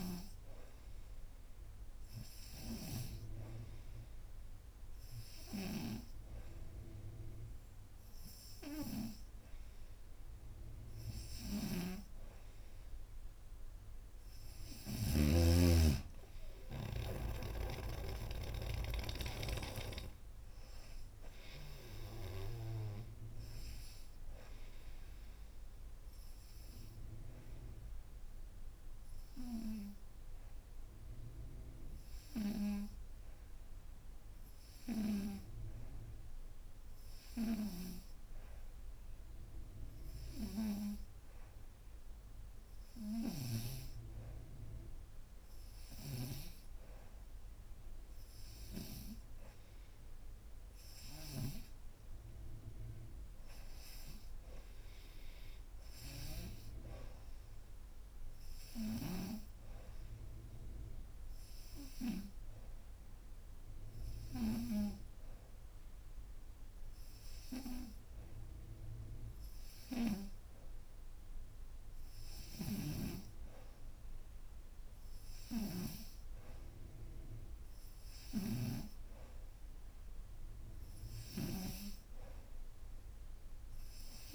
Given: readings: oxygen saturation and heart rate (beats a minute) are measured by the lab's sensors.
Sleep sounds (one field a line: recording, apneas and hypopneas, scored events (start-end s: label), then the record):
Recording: breathing in sleep by a room microphone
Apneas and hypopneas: 1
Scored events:
11.00-15.00 s: snoring (device-marked)
22.00-40.00 s: oxygen desaturation (device-marked, oxygen 94% before, 90% lowest)
26.50-39.00 s: obstructive apnea (oxygen 94% before, 90% lowest)
42.00-59.00 s: oxygen desaturation (device-marked, oxygen 96% before, 91% lowest)
42.50-45.50 s: arousal
75.00-84.35 s: snoring (device-marked)
From the record:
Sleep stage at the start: N2 (light sleep)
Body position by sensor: upright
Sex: female